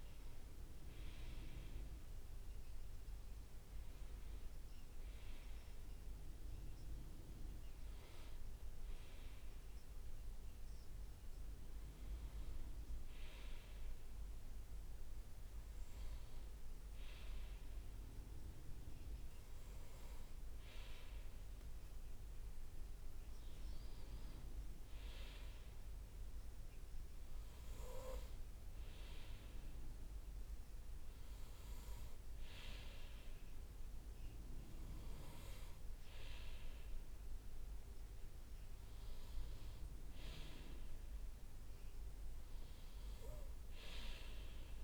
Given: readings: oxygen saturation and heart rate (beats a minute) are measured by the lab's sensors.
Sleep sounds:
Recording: breathing in sleep by a room microphone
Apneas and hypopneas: none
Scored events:
5.50-7.50 s: leg movement (device-marked)
26.00-27.50 s: leg movement (device-marked)
28.50-30.00 s: leg movement (device-marked)
35.00-42.00 s: leg movement (device-marked)
43.00-44.84 s: leg movement (device-marked)
From the record:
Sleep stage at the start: N1 (lightest sleep)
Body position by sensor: on the right side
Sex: male

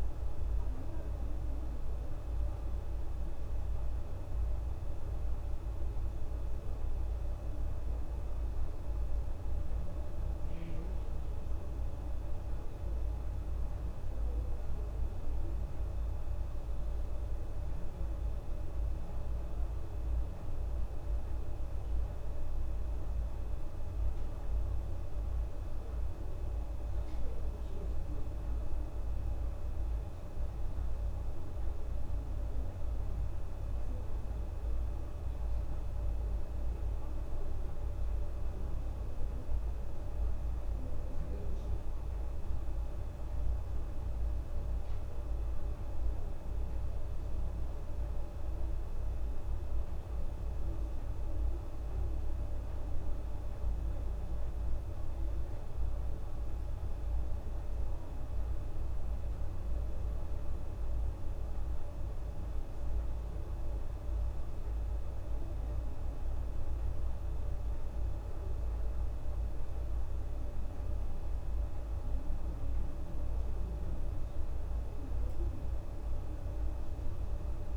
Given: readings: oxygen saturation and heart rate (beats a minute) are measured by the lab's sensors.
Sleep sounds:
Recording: breathing in sleep, hard to hear, by a room microphone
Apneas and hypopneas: none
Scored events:
0.00-3.00 s: arousal
From the record:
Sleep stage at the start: N1 (lightest sleep)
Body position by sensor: on the back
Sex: female

